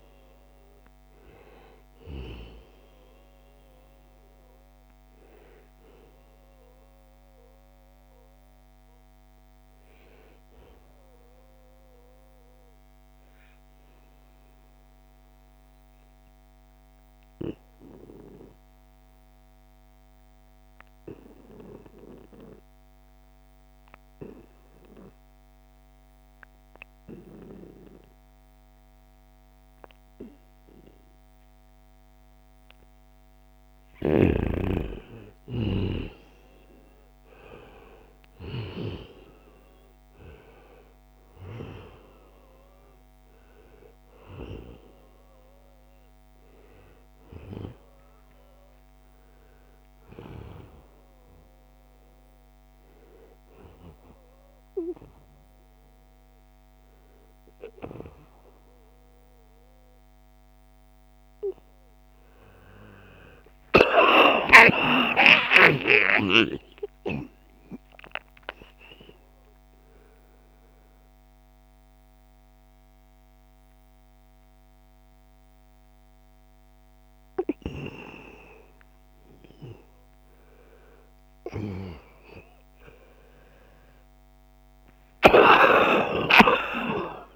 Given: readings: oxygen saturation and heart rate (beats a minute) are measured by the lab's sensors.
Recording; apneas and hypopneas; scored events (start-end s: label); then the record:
a person partly awake in a sleep study, by a microphone on the trachea; 2
0.00-13.00 s: oxygen desaturation (device-marked, oxygen 88% lowest, heart rate 66 extreme)
9.50-32.50 s: obstructive apnea (oxygen 96% before, 92% lowest, heart rate 78 before, 72 extreme, up 15 after)
31.00-57.00 s: oxygen desaturation (device-marked, oxygen 98% before, 92% lowest, heart rate 75 before, 80 extreme)
34.00-37.50 s: arousal
37.00-39.00 s: long interval between heartbeats (device-marked, heart rate 74 before, 84 extreme)
50.50-62.00 s: hypopnea (oxygen 98% before, 92% lowest, heart rate 80 before, 80 extreme, up 13 after)
60.00-87.36 s: new sleep stage, awake
64.50-66.50 s: long interval between heartbeats (device-marked, heart rate 81 before, 90 extreme)
85.50-87.36 s: long interval between heartbeats (device-marked, heart rate 87 before, 94 extreme)
85.50-87.36 s: snoring (device-marked)
From the record:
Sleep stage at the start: N2 (light sleep); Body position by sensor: on the right side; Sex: male